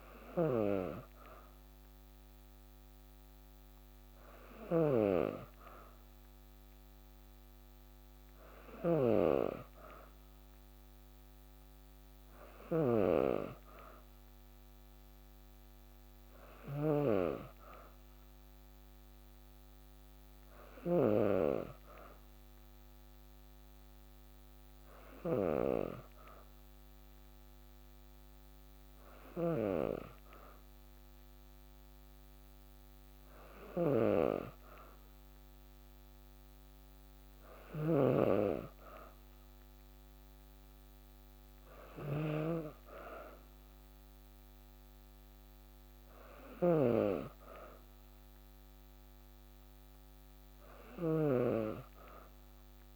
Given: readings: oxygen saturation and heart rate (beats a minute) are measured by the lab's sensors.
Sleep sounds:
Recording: breathing in sleep by a microphone on the trachea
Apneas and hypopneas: none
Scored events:
0.00-52.96 s: snoring (device-marked)
From the record:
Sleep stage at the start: N2 (light sleep)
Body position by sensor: on the back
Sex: female

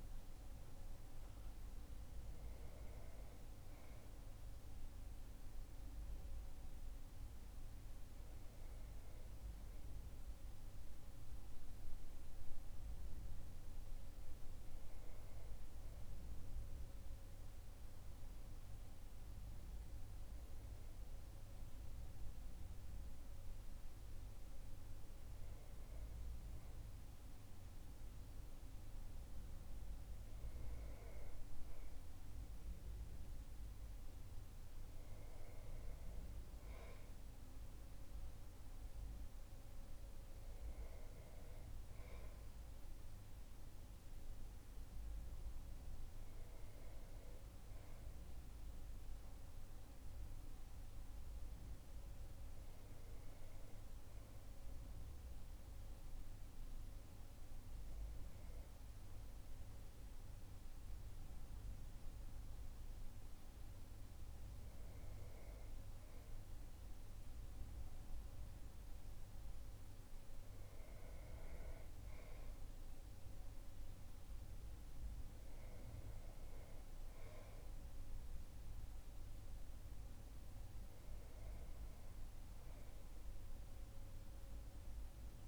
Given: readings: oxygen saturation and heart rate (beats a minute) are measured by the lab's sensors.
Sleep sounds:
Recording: breathing in sleep, hard to hear, by a room microphone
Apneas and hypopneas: none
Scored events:
none scored
From the record:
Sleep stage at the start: N2 (light sleep)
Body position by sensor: on the back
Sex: male

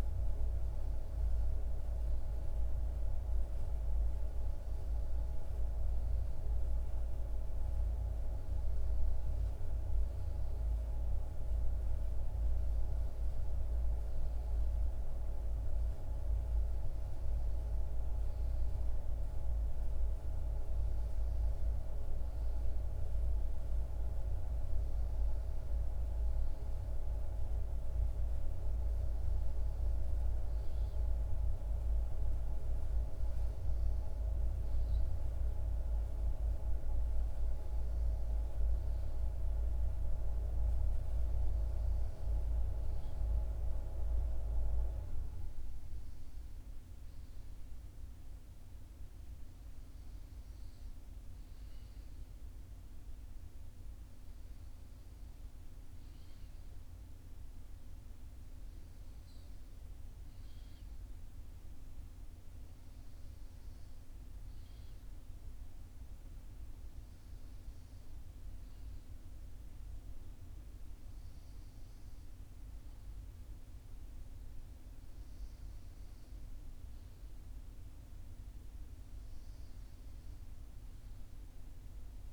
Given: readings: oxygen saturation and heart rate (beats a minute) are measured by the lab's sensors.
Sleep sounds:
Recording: breathing in sleep by a room microphone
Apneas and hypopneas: none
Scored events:
none scored
From the record:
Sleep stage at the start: N1 (lightest sleep)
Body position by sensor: on the right side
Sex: male

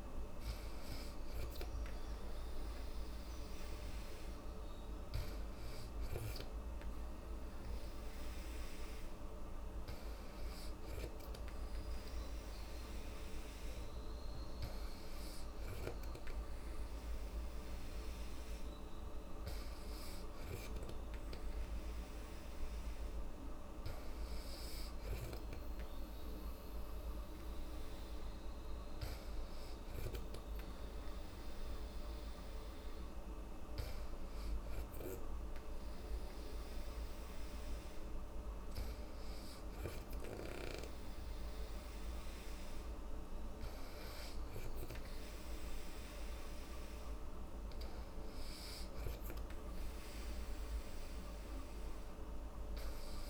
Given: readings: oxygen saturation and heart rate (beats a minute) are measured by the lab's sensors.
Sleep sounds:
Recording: breathing in sleep, hard to hear, by a room microphone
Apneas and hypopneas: none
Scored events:
none scored
From the record:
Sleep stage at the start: N2 (light sleep)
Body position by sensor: on the back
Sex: female

